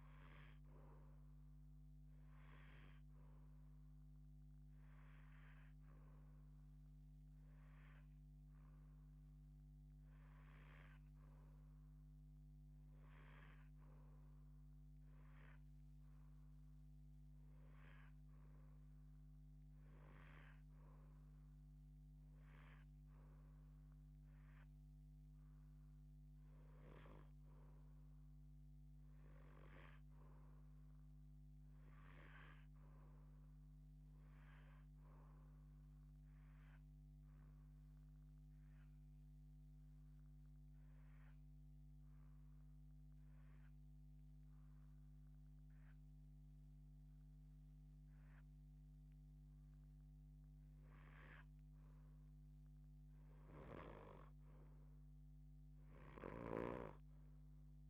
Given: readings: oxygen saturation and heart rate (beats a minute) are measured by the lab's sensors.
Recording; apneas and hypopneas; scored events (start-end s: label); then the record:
breathing in sleep by a microphone on the trachea; 1
0.00-19.00 s: oxygen desaturation (device-marked, oxygen 86% lowest, heart rate 81 extreme)
36.50-49.00 s: hypopnea (oxygen 91% before, 84% lowest, heart rate 134 before, 43 extreme, up 20 after)
51.00-54.50 s: arousal
From the record:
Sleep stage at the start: REM sleep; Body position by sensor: on the left side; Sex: female